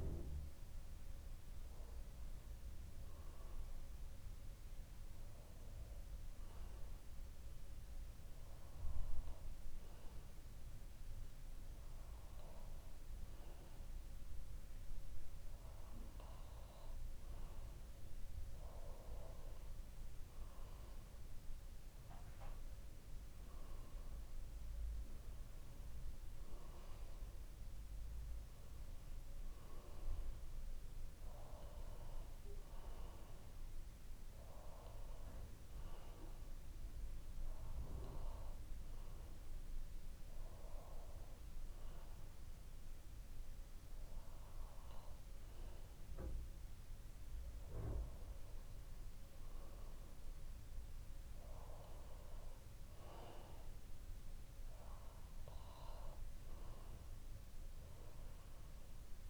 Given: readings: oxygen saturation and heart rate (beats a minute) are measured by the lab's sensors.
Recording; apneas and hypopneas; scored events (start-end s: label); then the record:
breathing in sleep by a room microphone; 2
0.00-16.00 s: bradycardia (device-marked, heart rate 58 extreme)
4.00-17.50 s: obstructive apnea (oxygen 93% before, 92% lowest, heart rate 62 before, 58 extreme, up 5 after)
21.00-25.00 s: arousal
36.00-49.50 s: obstructive apnea (oxygen 94% before, 92% lowest, heart rate 62 before, 59 extreme, up 2 after)
42.00-47.00 s: bradycardia (device-marked, heart rate 63 before, 59 extreme)
52.00-55.50 s: arousal
From the record:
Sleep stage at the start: N2 (light sleep); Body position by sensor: on the back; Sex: male